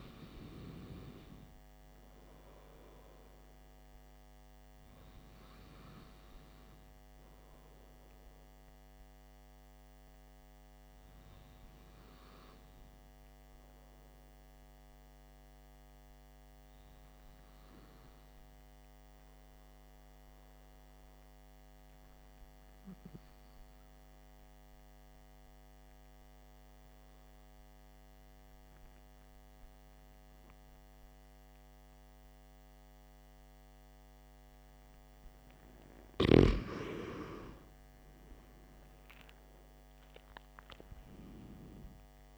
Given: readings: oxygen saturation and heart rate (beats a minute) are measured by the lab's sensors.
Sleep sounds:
breathing in sleep by a microphone on the trachea; 1
8.50-35.50 s: hypopnea (oxygen 95% before, 93% lowest, heart rate 57 before, 49 extreme, up 17 after)
39.00-42.38 s: arousal
From the record:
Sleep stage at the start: N2 (light sleep); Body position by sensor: on the back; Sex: male

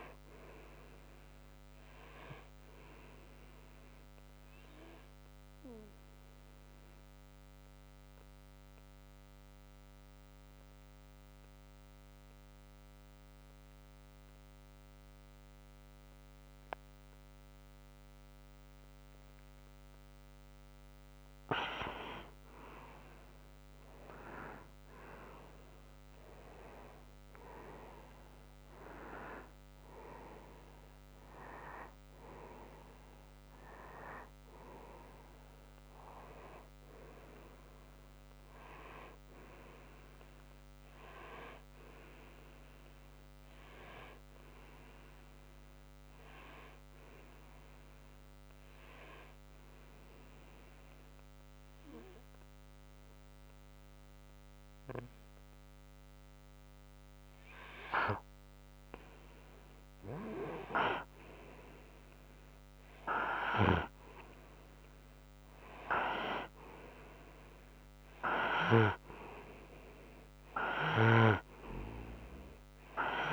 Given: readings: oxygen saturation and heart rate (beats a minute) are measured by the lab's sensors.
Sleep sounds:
breathing in sleep by a microphone on the trachea; 2
0.00-18.00 s: oxygen desaturation (device-marked, oxygen 91% lowest, heart rate 59 extreme)
3.00-21.00 s: obstructive apnea (oxygen 97% before, 90% lowest, heart rate 64 before, 59 extreme, up 8 after)
24.00-28.50 s: arousal
42.00-58.00 s: oxygen desaturation (device-marked, oxygen 94% before, 90% lowest, heart rate 66 before, 58 extreme)
43.00-59.00 s: obstructive apnea (oxygen 95% before, 90% lowest, heart rate 66 before, 58 extreme, up 5 after)
64.00-69.00 s: arousal
From the record:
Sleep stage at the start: N2 (light sleep); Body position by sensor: on the right side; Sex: male

